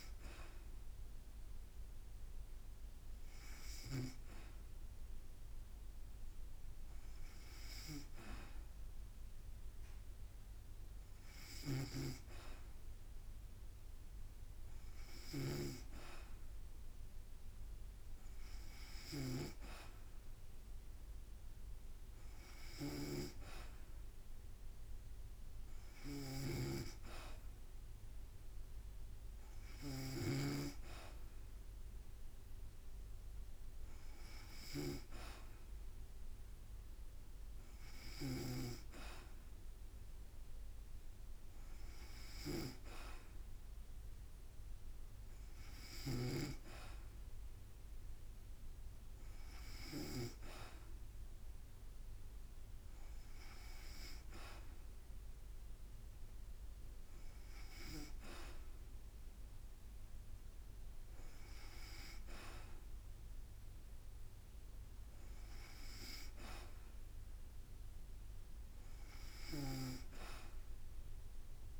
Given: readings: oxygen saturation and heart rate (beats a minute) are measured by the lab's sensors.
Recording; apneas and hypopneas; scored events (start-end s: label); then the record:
breathing in sleep by a room microphone; none
11.00-34.50 s: snoring (device-marked)
From the record:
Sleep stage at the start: N2 (light sleep); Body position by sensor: on the back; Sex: female